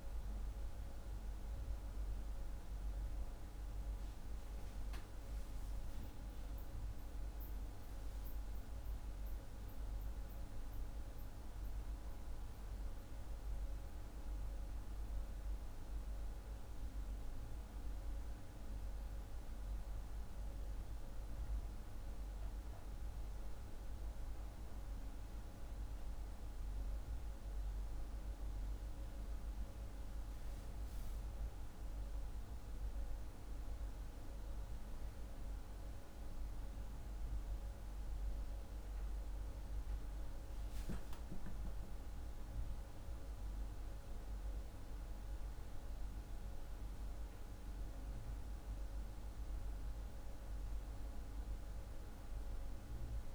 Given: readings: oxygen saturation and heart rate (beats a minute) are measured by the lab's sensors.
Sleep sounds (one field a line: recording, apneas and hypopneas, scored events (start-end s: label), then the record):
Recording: breathing in sleep, hard to hear, by a room microphone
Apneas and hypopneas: none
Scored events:
8.50-13.50 s: arousal
From the record:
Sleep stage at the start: N2 (light sleep)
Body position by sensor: on the back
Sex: male